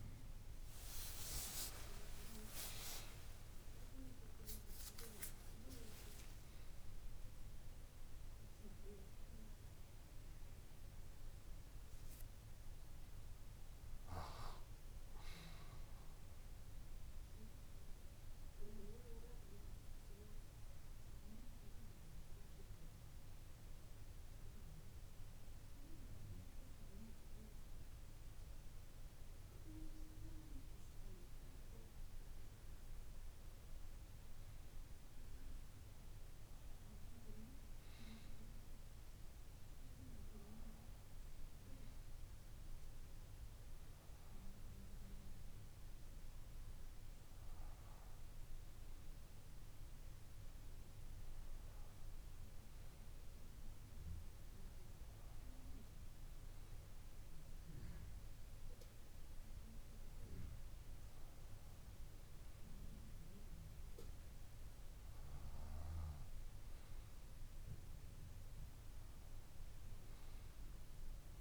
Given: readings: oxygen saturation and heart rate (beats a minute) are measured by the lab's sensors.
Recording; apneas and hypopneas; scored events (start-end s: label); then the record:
breathing in sleep by a room microphone; none
1.00-6.00 s: arousal
2.00-4.00 s: long interval between heartbeats (device-marked, heart rate 67 before, 87 extreme)
6.50-8.50 s: long interval between heartbeats (device-marked, heart rate 70 before, 98 extreme)
23.00-32.00 s: bradycardia (device-marked, heart rate 84 before, 56 extreme)
From the record:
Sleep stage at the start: N2 (light sleep); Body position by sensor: on the front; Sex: female